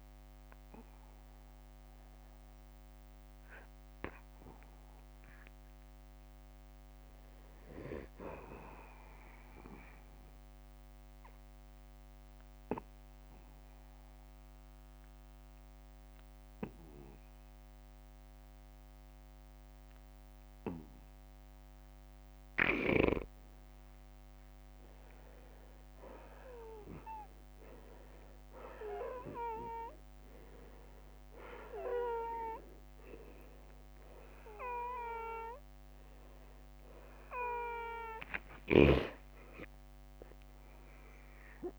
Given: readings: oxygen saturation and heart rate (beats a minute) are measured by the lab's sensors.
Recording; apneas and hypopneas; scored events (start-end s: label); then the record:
breathing in sleep by a microphone on the trachea; 1
0.00-11.50 s: oxygen desaturation (device-marked, oxygen 88% lowest, heart rate 49 extreme)
8.00-23.50 s: obstructive apnea (oxygen 95% before, 88% lowest, heart rate 57 before, 49 extreme, up 10 after)
29.50-38.50 s: oxygen desaturation (device-marked, oxygen 96% before, 91% lowest, heart rate 54 before, 49 extreme)
36.50-41.00 s: arousal
38.50-40.50 s: long interval between heartbeats (device-marked, heart rate 56 before, 49 extreme)
From the record:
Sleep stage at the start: N2 (light sleep); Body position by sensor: on the back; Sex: male